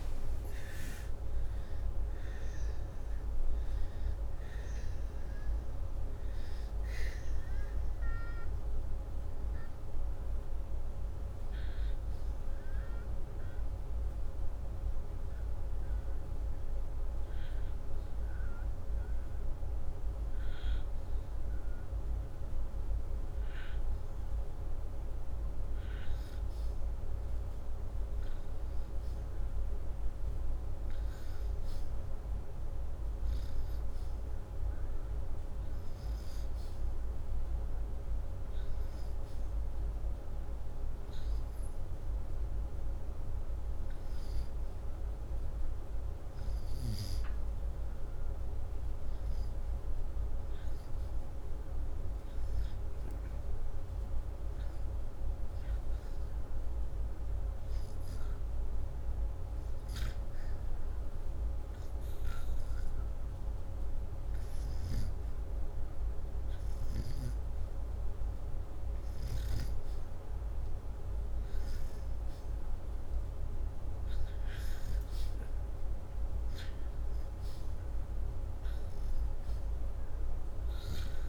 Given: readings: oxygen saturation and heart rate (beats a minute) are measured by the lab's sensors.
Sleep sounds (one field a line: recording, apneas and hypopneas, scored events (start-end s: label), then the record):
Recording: breathing in sleep, hard to hear, by a room microphone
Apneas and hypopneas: none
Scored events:
0.00-14.50 s: oxygen desaturation (device-marked, oxygen 87% lowest, heart rate 74 extreme)
From the record:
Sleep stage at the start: REM sleep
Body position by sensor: upright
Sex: male